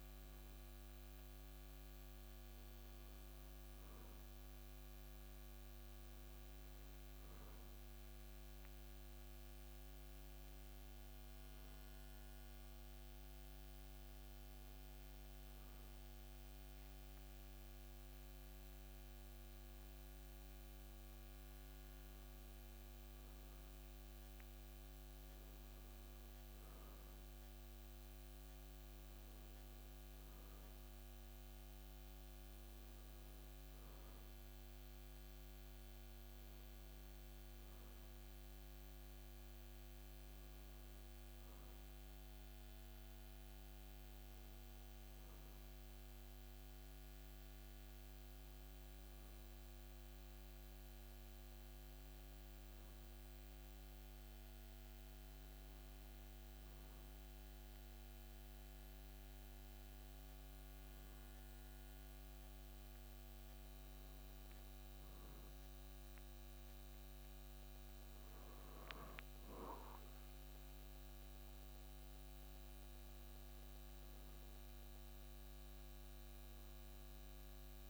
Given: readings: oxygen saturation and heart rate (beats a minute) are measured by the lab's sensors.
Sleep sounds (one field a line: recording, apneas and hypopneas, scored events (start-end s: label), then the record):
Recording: breathing in sleep, hard to hear, by a microphone on the trachea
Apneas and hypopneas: none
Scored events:
none scored
From the record:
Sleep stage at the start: N2 (light sleep)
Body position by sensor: on the back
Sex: male